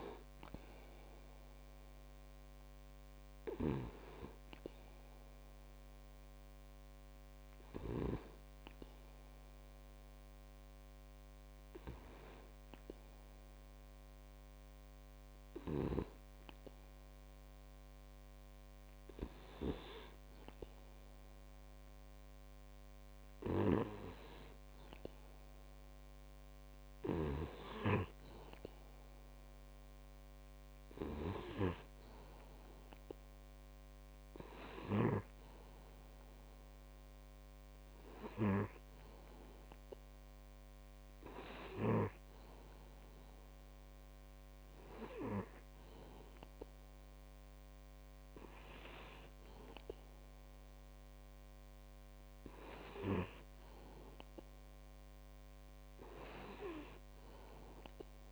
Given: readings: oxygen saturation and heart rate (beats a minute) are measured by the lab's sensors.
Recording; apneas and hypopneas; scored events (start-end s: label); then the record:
breathing in sleep by a microphone on the trachea; 1
9.00-20.50 s: hypopnea (oxygen 97% before, 96% lowest, heart rate 59 before, 45 extreme, up 9 after)
25.00-29.00 s: arousal
From the record:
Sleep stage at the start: N2 (light sleep); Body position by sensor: on the back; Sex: male